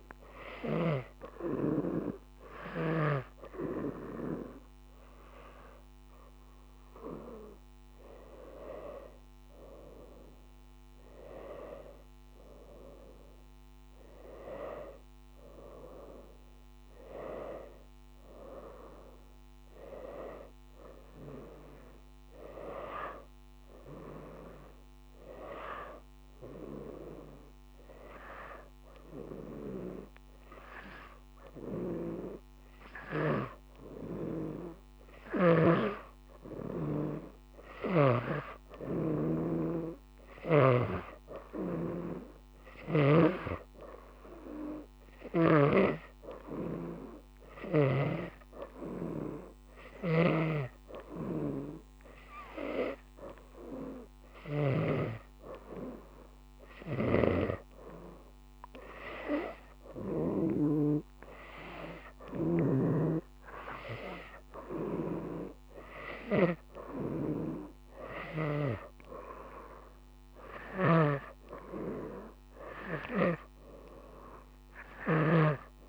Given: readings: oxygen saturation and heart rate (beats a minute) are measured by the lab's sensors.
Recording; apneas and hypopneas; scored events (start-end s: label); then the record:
breathing in sleep by a microphone on the trachea; none
0.00-3.00 s: snoring (device-marked)
50.50-55.00 s: snoring (device-marked)
57.00-63.00 s: snoring (device-marked)
70.50-75.50 s: snoring (device-marked)
From the record:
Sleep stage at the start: N2 (light sleep); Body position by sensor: on the right side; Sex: female